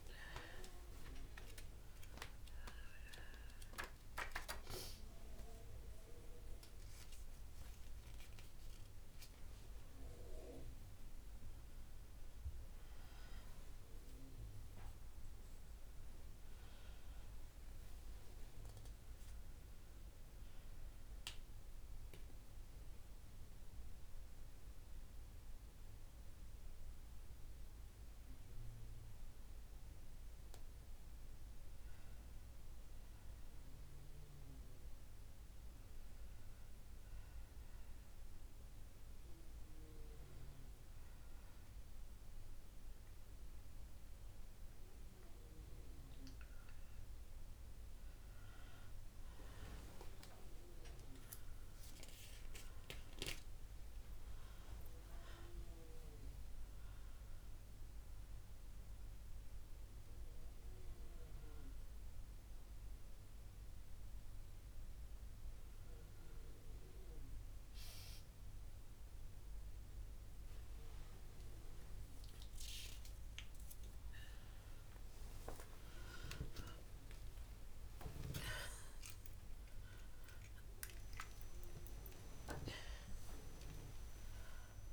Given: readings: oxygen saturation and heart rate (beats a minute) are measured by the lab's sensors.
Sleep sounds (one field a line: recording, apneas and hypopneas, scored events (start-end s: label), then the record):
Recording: breathing in sleep by a room microphone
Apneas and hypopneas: none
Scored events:
19.50-29.50 s: oxygen desaturation (device-marked, oxygen 95% before, 90% lowest, heart rate 70 before, 62 extreme)
78.00-83.00 s: arousal
From the record:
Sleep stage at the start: N1 (lightest sleep)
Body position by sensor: on the right side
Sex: female